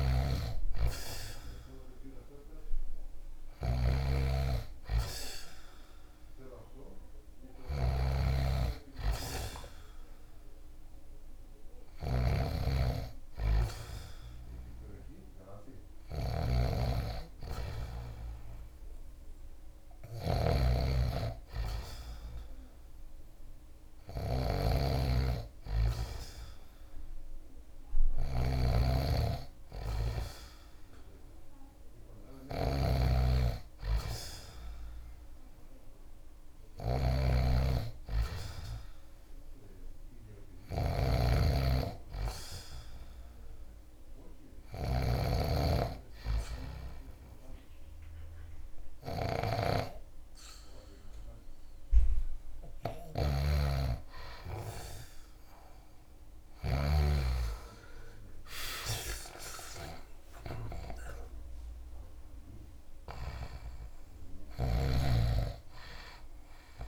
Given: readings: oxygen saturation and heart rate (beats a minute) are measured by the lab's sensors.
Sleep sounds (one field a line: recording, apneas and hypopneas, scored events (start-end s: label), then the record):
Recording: breathing in sleep by a room microphone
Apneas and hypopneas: none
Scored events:
0.00-60.00 s: snoring (device-marked)
58.00-62.00 s: arousal
62.00-66.88 s: snoring (device-marked)
From the record:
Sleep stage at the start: N2 (light sleep)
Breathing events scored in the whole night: 128 in 3.2 hours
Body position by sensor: on the back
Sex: male